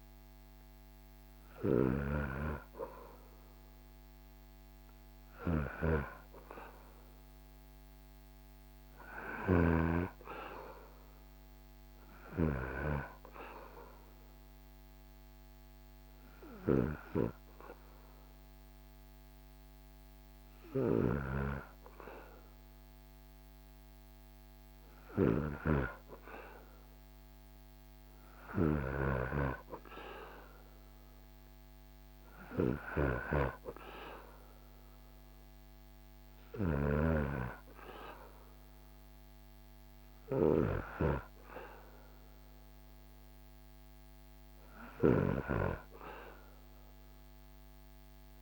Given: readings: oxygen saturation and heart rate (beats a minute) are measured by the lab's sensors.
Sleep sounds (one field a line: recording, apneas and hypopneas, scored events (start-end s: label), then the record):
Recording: breathing in sleep by a microphone on the trachea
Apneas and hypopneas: none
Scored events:
0.00-9.00 s: snoring (device-marked)
11.00-48.41 s: snoring (device-marked)
14.00-17.50 s: arousal
From the record:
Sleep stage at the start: N2 (light sleep)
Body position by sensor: on the back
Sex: male